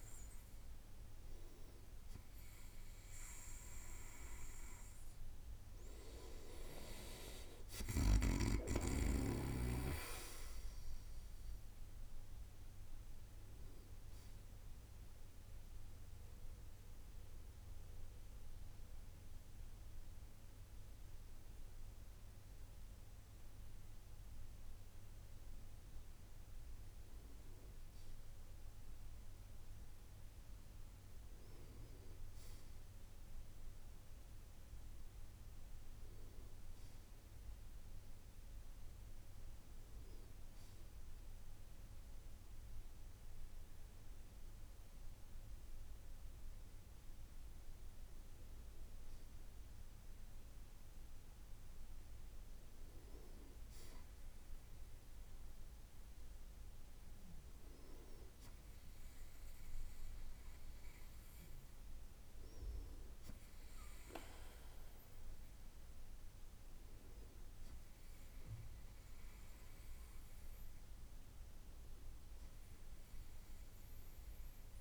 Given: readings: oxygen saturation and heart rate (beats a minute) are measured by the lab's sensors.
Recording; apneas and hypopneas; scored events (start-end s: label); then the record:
breathing in sleep by a room microphone; 1
9.00-13.00 s: arousal
17.50-28.50 s: hypopnea (oxygen 97% before, 96% lowest, heart rate 67 before, 60 extreme, up 7 after)
32.00-35.50 s: arousal
From the record:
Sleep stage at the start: N2 (light sleep); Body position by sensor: on the right side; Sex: male